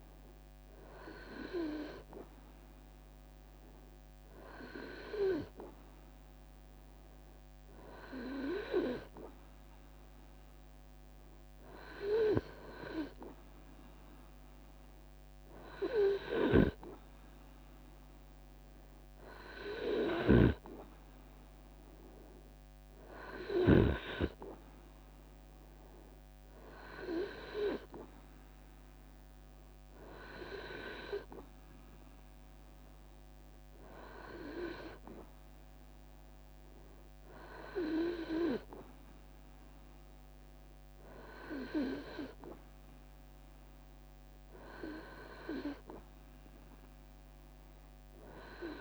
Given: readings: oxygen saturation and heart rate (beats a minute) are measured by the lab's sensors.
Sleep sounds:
breathing in sleep by a microphone on the trachea; none
37.00-39.00 s: long interval between heartbeats (device-marked, heart rate 79 before, 76 extreme)
From the record:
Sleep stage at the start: N2 (light sleep); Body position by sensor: on the right side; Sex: male

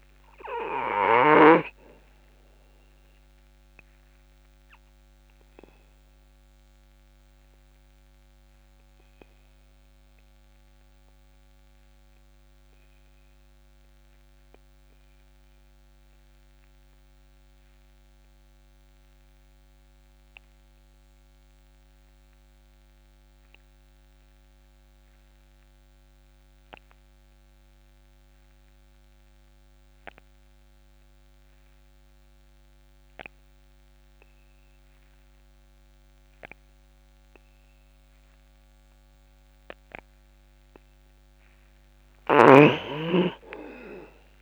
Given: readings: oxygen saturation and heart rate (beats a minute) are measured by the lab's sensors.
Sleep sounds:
breathing in sleep by a microphone on the trachea; 1
0.00-23.50 s: oxygen desaturation (device-marked, oxygen 89% lowest, heart rate 27 extreme)
2.00-40.00 s: obstructive apnea (oxygen 100% before, 84% lowest, heart rate 46 before, 27 extreme, up 27 after)
39.50-44.42 s: oxygen desaturation (device-marked, oxygen 98% before, 84% lowest, heart rate 52 before, 35 extreme)
From the record:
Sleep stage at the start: N2 (light sleep); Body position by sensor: on the back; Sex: male

